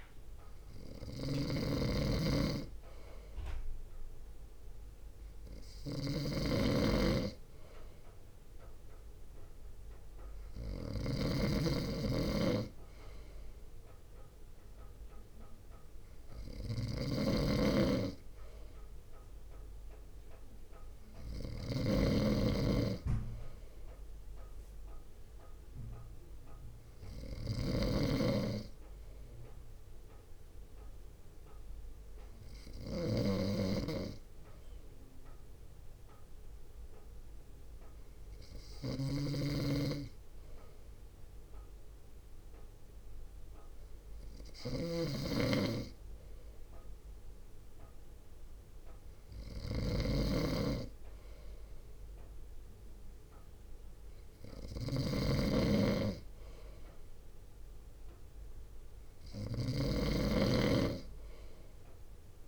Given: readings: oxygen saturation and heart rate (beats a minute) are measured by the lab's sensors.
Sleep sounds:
breathing in sleep by a room microphone; none
0.00-62.47 s: snoring (device-marked)
0.50-4.50 s: arousal
2.00 s: drop in pulse transit time (device-marked)
6.00-24.00 s: drop in pulse transit time (device-marked, heart rate 57 before, 51 extreme)
46.00-62.47 s: drop in pulse transit time (device-marked, heart rate 55 before, 51 extreme)
From the record:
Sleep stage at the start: N2 (light sleep); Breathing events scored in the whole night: 306 in 4.0 hours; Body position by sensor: on the front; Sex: male

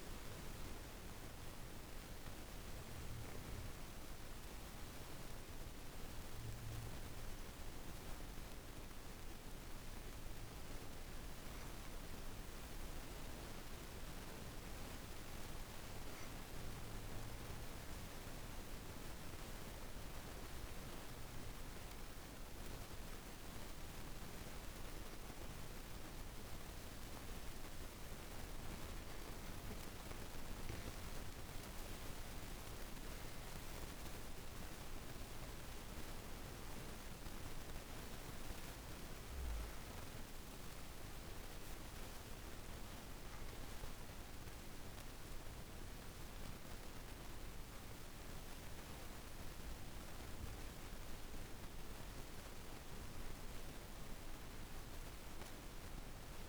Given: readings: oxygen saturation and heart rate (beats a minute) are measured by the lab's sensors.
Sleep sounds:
breathing in sleep, hard to hear, by a room microphone; 1
8.00-25.50 s: hypopnea (oxygen 98% before, 90% lowest, heart rate 53 before, 51 extreme, up 5 after)
15.50-53.50 s: oxygen desaturation (device-marked, oxygen 97% before, 90% lowest, heart rate 53 before, 51 extreme)
31.00-36.00 s: arousal
54.50-56.48 s: arousal
From the record:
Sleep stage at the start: N2 (light sleep); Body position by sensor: on the back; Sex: female

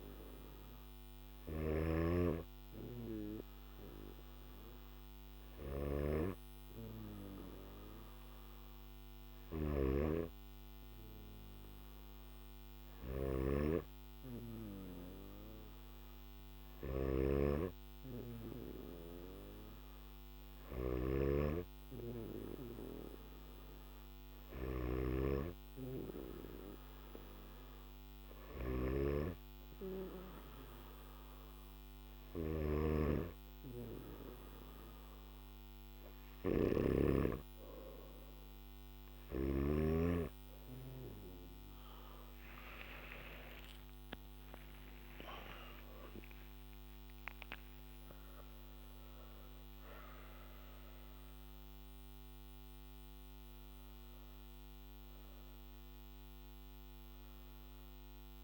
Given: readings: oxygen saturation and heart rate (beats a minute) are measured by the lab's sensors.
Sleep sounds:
breathing in sleep by a microphone on the trachea; none
16.50-21.00 s: snoring (device-marked)
32.00-39.50 s: snoring (device-marked)
From the record:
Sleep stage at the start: N2 (light sleep); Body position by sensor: on the back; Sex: male

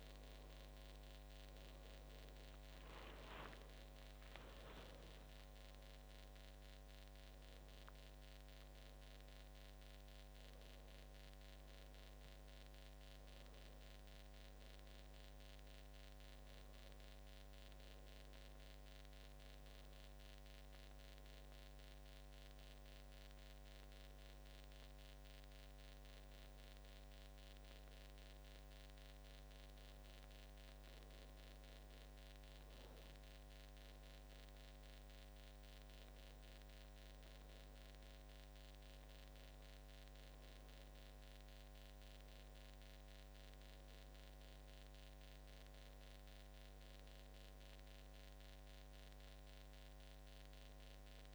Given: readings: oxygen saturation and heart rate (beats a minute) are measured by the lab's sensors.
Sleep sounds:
breathing in sleep, hard to hear, by a microphone on the trachea; none
none scored
From the record:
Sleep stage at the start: N2 (light sleep); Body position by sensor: on the back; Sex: male

